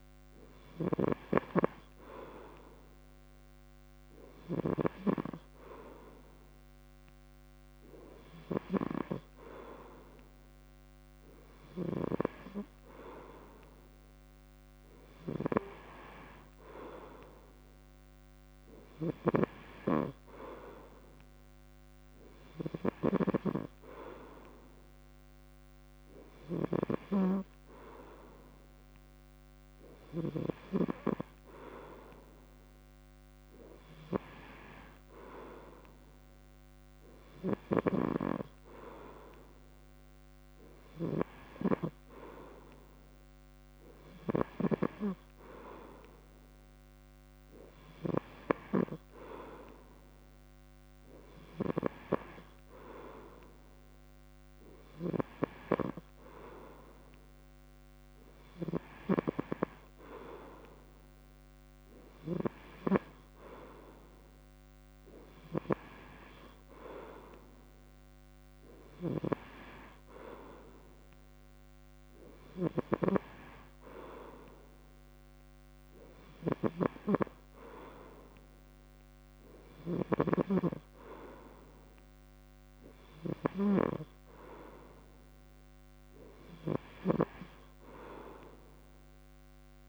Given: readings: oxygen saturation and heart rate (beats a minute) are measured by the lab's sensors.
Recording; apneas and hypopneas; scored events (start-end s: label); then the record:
breathing in sleep by a microphone on the trachea; none
18.50-30.50 s: snoring (device-marked)
37.50-44.50 s: snoring (device-marked)
54.50-59.00 s: snoring (device-marked)
65.00-69.00 s: snoring (device-marked)
76.50-80.00 s: snoring (device-marked)
86.50-89.89 s: snoring (device-marked)
From the record:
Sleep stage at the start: N3 (deep sleep); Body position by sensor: on the back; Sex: male